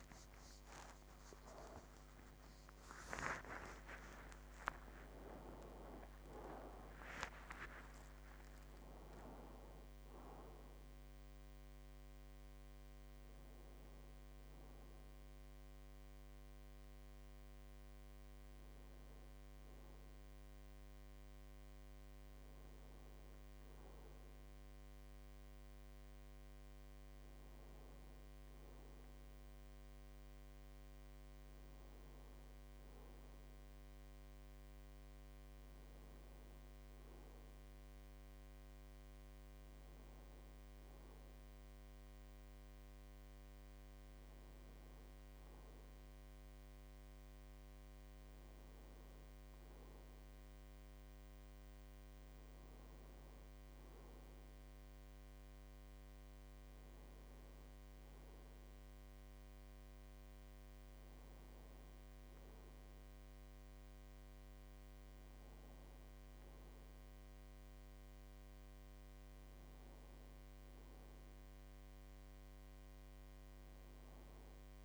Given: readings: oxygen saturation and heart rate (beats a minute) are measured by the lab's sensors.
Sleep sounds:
a person partly awake in a sleep study, by a microphone on the trachea; none
8.50-74.85 s: new sleep stage, N1 (lightest sleep)
From the record:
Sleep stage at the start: awake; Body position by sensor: on the right side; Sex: male

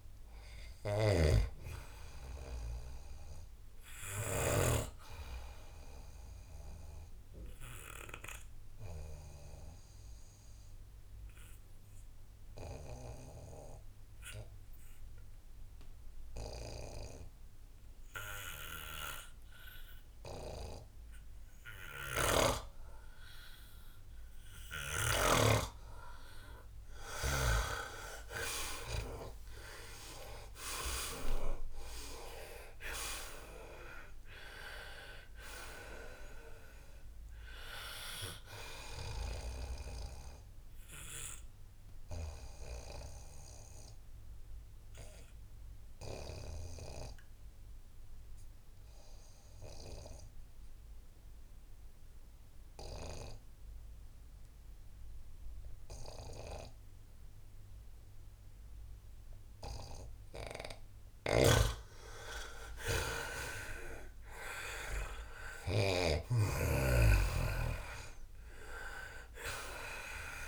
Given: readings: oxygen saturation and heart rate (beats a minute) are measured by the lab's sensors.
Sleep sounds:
breathing in sleep by a room microphone; 2
0.00-15.50 s: oxygen desaturation (device-marked, oxygen 89% lowest, heart rate 75 extreme)
0.50-4.50 s: snoring (device-marked)
7.00-26.50 s: obstructive apnea (oxygen 98% before, 87% lowest, heart rate 79 before, 74 extreme, up 14 after)
22.00-25.50 s: snoring (device-marked)
28.50-50.50 s: oxygen desaturation (device-marked, oxygen 99% before, 87% lowest, heart rate 79 before, 63 extreme)
31.00-35.00 s: arousal
41.00-59.50 s: obstructive apnea (oxygen 99% before, 83% lowest, heart rate 83 before, 63 extreme)
61.00-70.47 s: snoring (device-marked)
62.00-66.00 s: arousal
62.50-70.47 s: oxygen desaturation (device-marked, oxygen 99% before, 87% lowest, heart rate 79 before, 69 extreme)
From the record:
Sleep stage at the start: N2 (light sleep); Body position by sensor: on the back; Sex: male

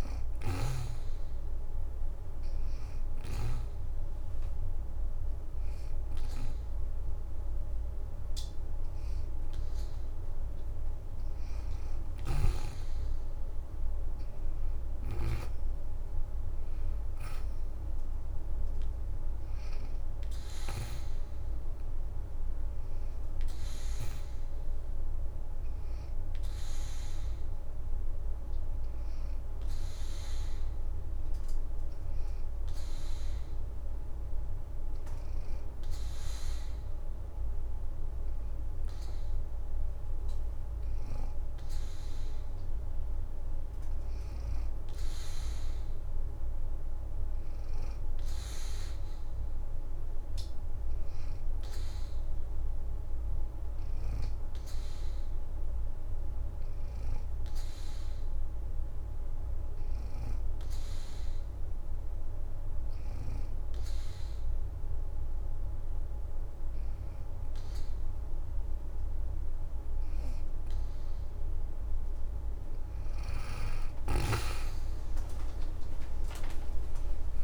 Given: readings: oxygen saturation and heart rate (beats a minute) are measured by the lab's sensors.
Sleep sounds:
breathing in sleep, hard to hear, by a room microphone; 3
0.00-3.50 s: oxygen desaturation (device-marked, oxygen 85% lowest, heart rate 68 extreme)
2.50-12.50 s: hypopnea (oxygen 89% before, 81% lowest, heart rate 81 before, 57 extreme, up 3 after)
5.00-8.00 s: leg movement (device-marked)
9.50-20.50 s: oxygen desaturation (device-marked, oxygen 87% before, 81% lowest, heart rate 82 before, 57 extreme)
10.50-12.00 s: leg movement (device-marked)
11.50-15.00 s: snoring (device-marked)
14.50-15.50 s: leg movement (device-marked)
15.50-19.00 s: arousal
29.50-30.50 s: leg movement (device-marked)
30.50-39.50 s: oxygen desaturation (device-marked, oxygen 88% before, 82% lowest, heart rate 76 before, 70 extreme)
31.00-42.50 s: hypopnea (oxygen 88% before, 82% lowest, heart rate 76 before, 70 extreme, up 10 after)
38.00-42.00 s: leg movement (device-marked)
43.00-45.50 s: leg movement (device-marked)
44.50-49.00 s: arousal
46.50-48.00 s: leg movement (device-marked)
55.50-66.50 s: oxygen desaturation (device-marked, oxygen 90% before, 86% lowest, heart rate 81 before, 68 extreme)
59.00-71.50 s: obstructive apnea (oxygen 91% before, 82% lowest, heart rate 81 before, 68 extreme, up 14 after)
74.50-77.44 s: arousal
From the record:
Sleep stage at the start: N2 (light sleep); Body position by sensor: on the back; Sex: female

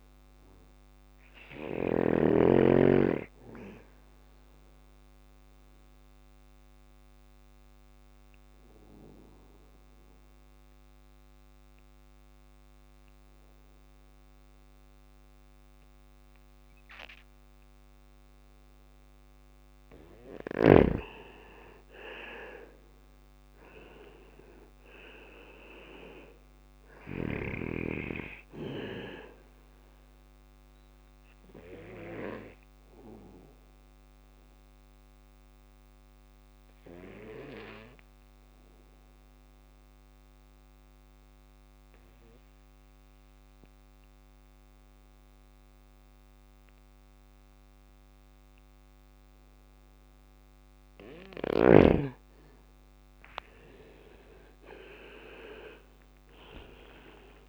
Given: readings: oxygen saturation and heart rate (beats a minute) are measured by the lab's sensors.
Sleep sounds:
breathing in sleep by a microphone on the trachea; 2
0.00-1.00 s: snoring (device-marked)
0.00-18.00 s: bradycardia (device-marked, heart rate 60 before, 57 extreme)
4.50-19.50 s: obstructive apnea (oxygen 99% before, 93% lowest, heart rate 60 before, 55 extreme, up 6 after)
21.00-33.00 s: drop in pulse transit time (device-marked, heart rate 58 before, 56 extreme)
21.50-25.00 s: arousal
26.00-47.00 s: oxygen desaturation (device-marked, oxygen 98% before, 93% lowest, heart rate 59 before, 55 extreme)
26.00-49.00 s: bradycardia (device-marked, heart rate 60 before, 55 extreme)
34.00-50.00 s: obstructive apnea (oxygen 98% before, 92% lowest, heart rate 59 before, 58 extreme, up 6 after)
52.00-55.00 s: arousal
54.00-57.49 s: oxygen desaturation (device-marked, oxygen 99% before, 93% lowest, heart rate 58 before, 58 extreme)
55.00-57.49 s: drop in pulse transit time (device-marked, heart rate 59 before, 58 extreme)
From the record:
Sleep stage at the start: N2 (light sleep); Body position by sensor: on the back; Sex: male

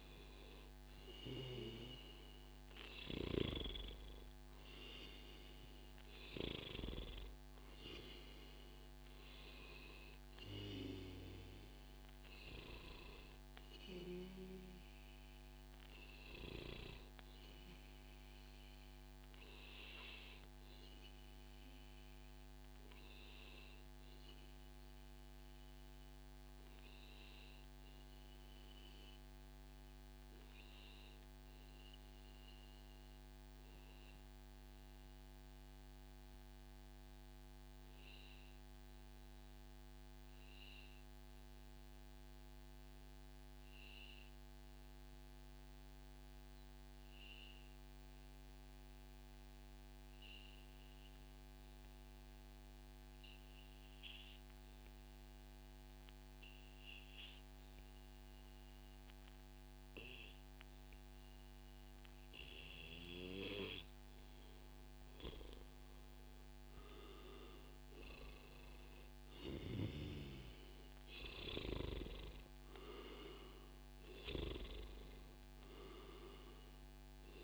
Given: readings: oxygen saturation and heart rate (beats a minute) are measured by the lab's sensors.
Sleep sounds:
breathing in sleep by a microphone on the trachea; 1
0.00-19.50 s: oxygen desaturation (device-marked, oxygen 94% lowest, heart rate 113 extreme)
1.00-3.00 s: long interval between heartbeats (device-marked, heart rate 141 before, 131 extreme)
23.00-61.00 s: obstructive apnea (oxygen 97% before, 93% lowest, heart rate 133 before, 104 extreme)
60.50-77.43 s: oxygen desaturation (device-marked, oxygen 98% before, 93% lowest, heart rate 142 before, 96 extreme)
64.50-69.50 s: arousal
67.00-69.00 s: long interval between heartbeats (device-marked, heart rate 141 before, 112 extreme)
From the record:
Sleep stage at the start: N2 (light sleep); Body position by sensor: on the back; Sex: male

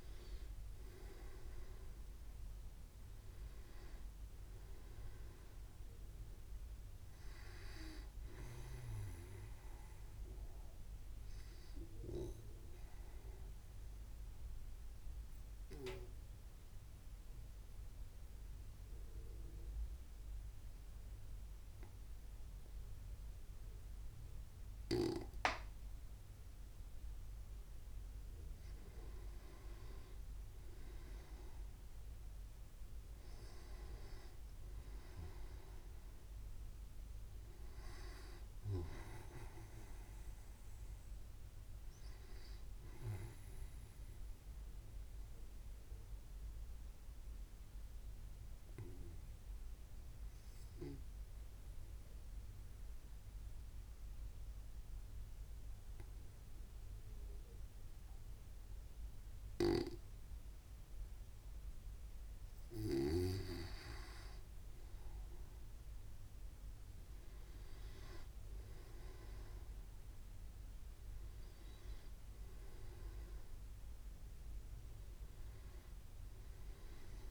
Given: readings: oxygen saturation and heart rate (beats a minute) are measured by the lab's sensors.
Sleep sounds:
breathing in sleep by a room microphone; 2
0.00-22.50 s: oxygen desaturation (device-marked, oxygen 92% lowest, heart rate 63 extreme)
14.00-28.00 s: obstructive apnea (oxygen 97% before, 92% lowest, heart rate 64 before, 64 extreme, up 1 after)
30.50-34.00 s: arousal
44.50-62.50 s: obstructive apnea (oxygen 98% before, 94% lowest, heart rate 65 before, 65 extreme, up 1 after)
65.50-70.00 s: arousal
From the record:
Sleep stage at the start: N2 (light sleep); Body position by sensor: on the right side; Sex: male

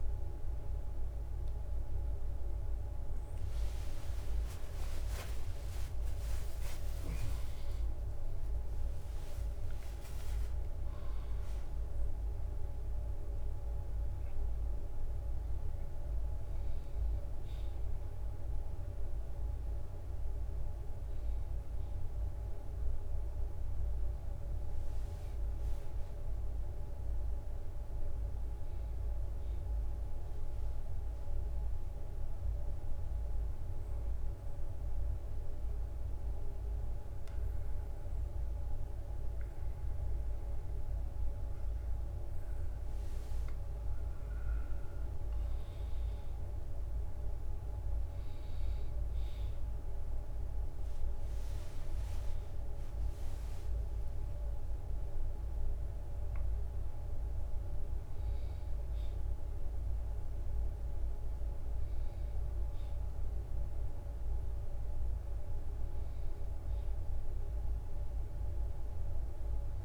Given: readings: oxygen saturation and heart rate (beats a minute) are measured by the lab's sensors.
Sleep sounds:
breathing in sleep, hard to hear, by a room microphone; 1
4.00-8.50 s: arousal
4.50-6.50 s: long interval between heartbeats (device-marked, heart rate 61 before, 70 extreme)
10.00-12.00 s: long interval between heartbeats (device-marked, heart rate 66 before, 73 extreme)
12.00-69.84 s: new sleep stage, N1 (lightest sleep)
27.00-31.00 s: arousal
30.00-50.00 s: bradycardia (device-marked, heart rate 68 before, 54 extreme)
33.50-43.50 s: obstructive apnea (oxygen 97% before, 93% lowest, heart rate 63 before, 54 extreme, up 4 after)
53.50-58.00 s: arousal
59.00-63.00 s: bradycardia (device-marked, heart rate 67 before, 59 extreme)
From the record:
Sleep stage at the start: N2 (light sleep); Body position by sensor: on the back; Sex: male

